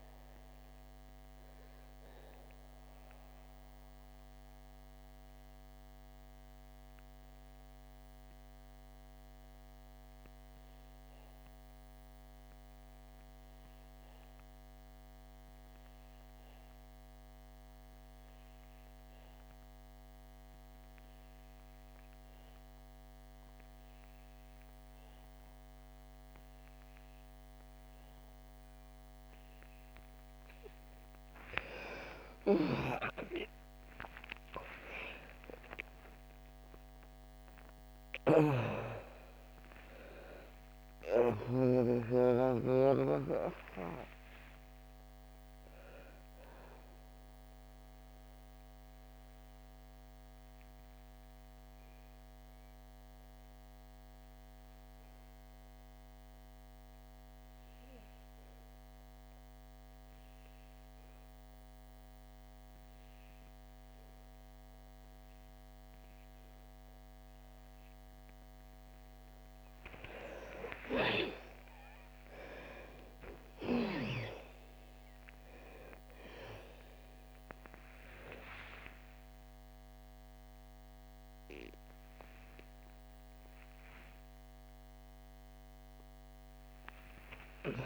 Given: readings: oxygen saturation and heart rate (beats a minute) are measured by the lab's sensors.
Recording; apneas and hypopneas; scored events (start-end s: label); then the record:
a person partly awake in a sleep study, by a microphone on the trachea; 2
0.00-17.00 s: oxygen desaturation (device-marked, oxygen 78% lowest, heart rate 56 extreme)
0.50-30.50 s: mixed apnea (oxygen 99% before, 76% lowest, heart rate 65 before, 56 extreme, up 41 after)
23.00-60.00 s: oxygen desaturation (device-marked, oxygen 99% before, 76% lowest, heart rate 60 before, 57 extreme)
32.00-38.00 s: arousal
38.00-41.50 s: snoring (device-marked)
47.00-69.50 s: obstructive apnea (oxygen 99% before, 76% lowest, heart rate 76 before, 59 extreme, up 42 after)
60.00-87.86 s: new sleep stage, awake
70.00-87.86 s: oxygen desaturation (device-marked, oxygen 99% before, 82% lowest, heart rate 67 before, 59 extreme)
From the record:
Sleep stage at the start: N2 (light sleep); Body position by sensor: on the back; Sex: female